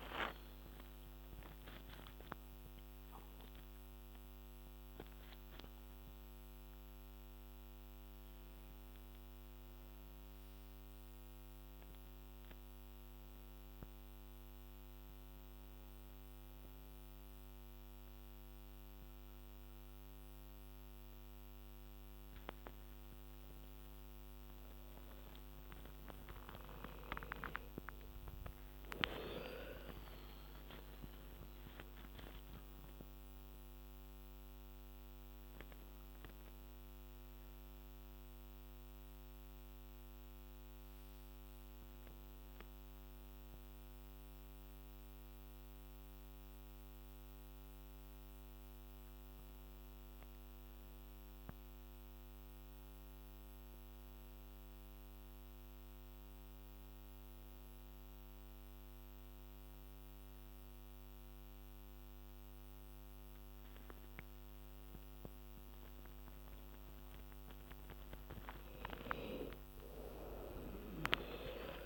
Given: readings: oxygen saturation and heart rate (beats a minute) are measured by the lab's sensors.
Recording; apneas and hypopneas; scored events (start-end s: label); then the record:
breathing in sleep by a microphone on the trachea; none
0.00-3.00 s: arousal
25.00-30.00 s: arousal
65.00-70.00 s: arousal
From the record:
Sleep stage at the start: N1 (lightest sleep); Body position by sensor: on the back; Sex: female